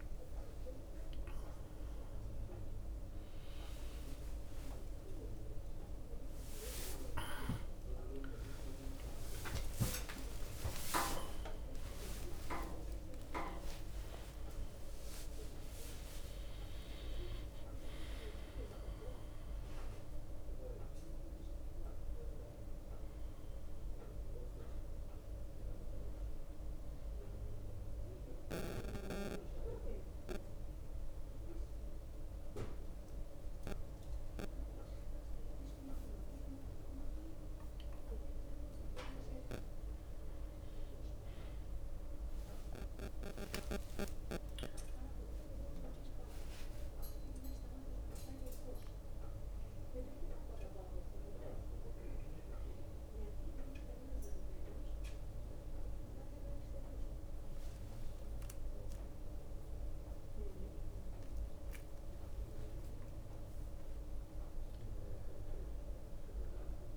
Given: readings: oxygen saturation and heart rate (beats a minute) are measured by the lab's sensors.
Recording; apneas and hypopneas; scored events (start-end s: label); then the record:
a person awake in a sleep study, by a room microphone; none
3.00-66.97 s: new sleep stage, awake
8.00-9.00 s: drop in pulse transit time (device-marked)
8.00-10.00 s: bradycardia (device-marked)
14.00-16.00 s: long interval between heartbeats (device-marked)
15.00-18.00 s: drop in pulse transit time (device-marked)
30.00-36.00 s: tachycardia (device-marked)
From the record:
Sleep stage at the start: N2 (light sleep); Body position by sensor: on the back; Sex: male